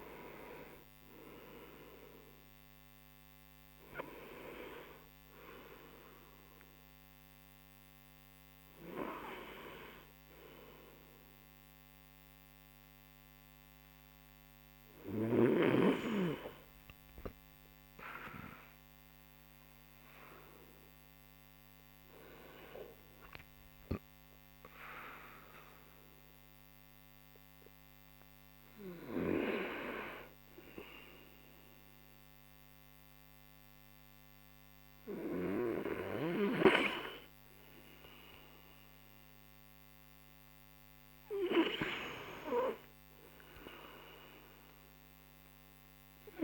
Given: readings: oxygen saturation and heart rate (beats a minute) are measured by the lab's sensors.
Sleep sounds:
a person partly awake in a sleep study, by a microphone on the trachea; none
22.00-46.44 s: new sleep stage, N2 (light sleep)
From the record:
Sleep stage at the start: awake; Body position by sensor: on the right side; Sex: male

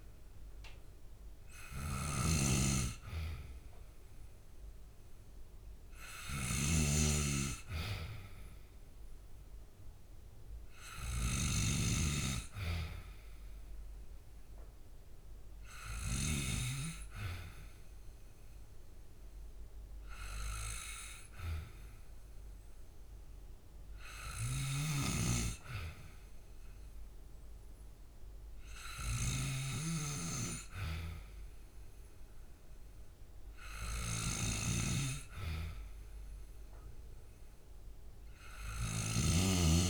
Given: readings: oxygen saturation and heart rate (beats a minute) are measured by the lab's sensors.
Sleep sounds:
breathing in sleep by a room microphone; none
1.50-16.50 s: snoring (device-marked)
24.00-29.50 s: snoring (device-marked)
38.50-39.90 s: snoring (device-marked)
From the record:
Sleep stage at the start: N2 (light sleep); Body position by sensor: on the back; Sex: male

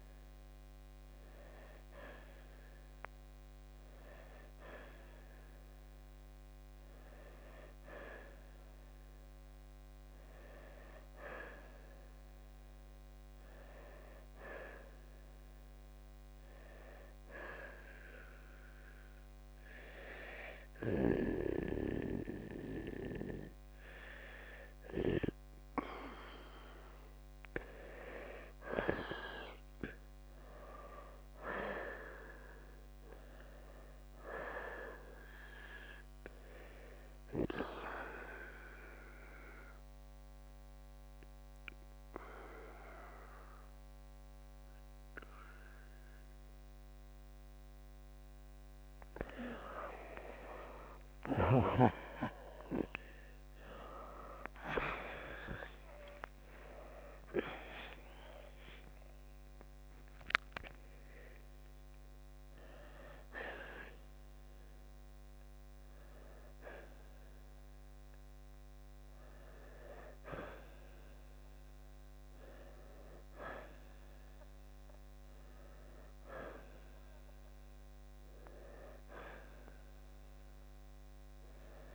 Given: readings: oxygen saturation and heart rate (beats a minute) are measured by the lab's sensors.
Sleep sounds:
breathing in sleep by a microphone on the trachea; 1
9.00-19.00 s: oxygen desaturation (device-marked, oxygen 93% before, 86% lowest, heart rate 66 before, 56 extreme)
26.00-29.50 s: arousal
37.00-56.00 s: oxygen desaturation (device-marked, oxygen 93% before, 88% lowest, heart rate 63 before, 56 extreme)
39.00-49.50 s: central apnea (oxygen 94% before, 87% lowest, heart rate 63 before, 56 extreme, up 14 after)
51.50-56.00 s: arousal
63.00-81.95 s: new sleep stage, N1 (lightest sleep)
76.00-81.95 s: oxygen desaturation (device-marked, oxygen 92% before, 87% lowest, heart rate 68 before, 66 extreme)
78.00-81.00 s: arousal
From the record:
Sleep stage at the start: N2 (light sleep); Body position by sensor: on the right side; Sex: male

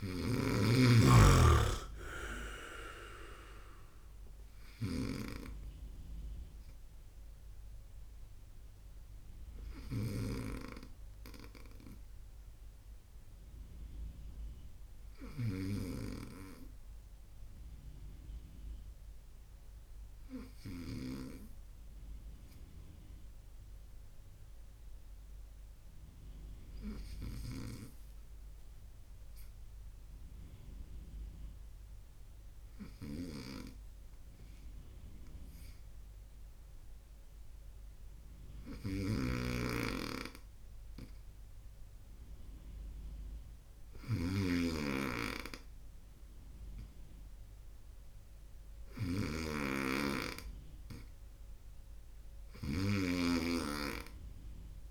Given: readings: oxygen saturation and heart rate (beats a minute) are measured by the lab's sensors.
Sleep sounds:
breathing in sleep by a room microphone; 1
0.00-20.50 s: snoring (device-marked)
11.00-40.50 s: obstructive apnea (oxygen 100% before, 98% lowest, heart rate 94 before, 60 extreme, up 9 after)
26.50-54.91 s: snoring (device-marked)
From the record:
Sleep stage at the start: N2 (light sleep); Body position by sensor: on the right side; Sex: male

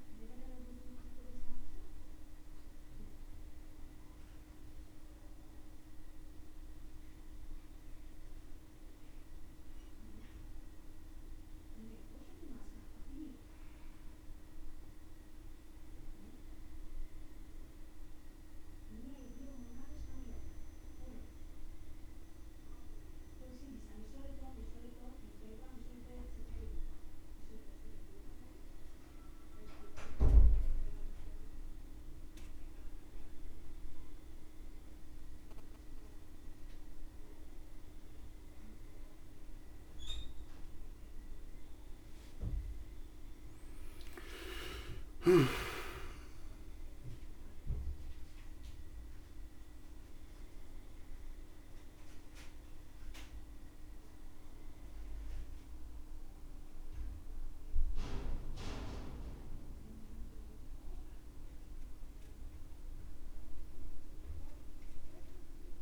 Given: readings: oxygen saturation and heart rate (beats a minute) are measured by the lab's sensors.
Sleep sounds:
breathing in sleep by a room microphone; 1
40.00-44.50 s: arousal
48.50-61.00 s: mixed apnea (oxygen 96% before, 95% lowest, heart rate 69 before, 67 extreme, up 1 after)
63.00-65.82 s: arousal
From the record:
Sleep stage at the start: N2 (light sleep); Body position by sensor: on the back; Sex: male

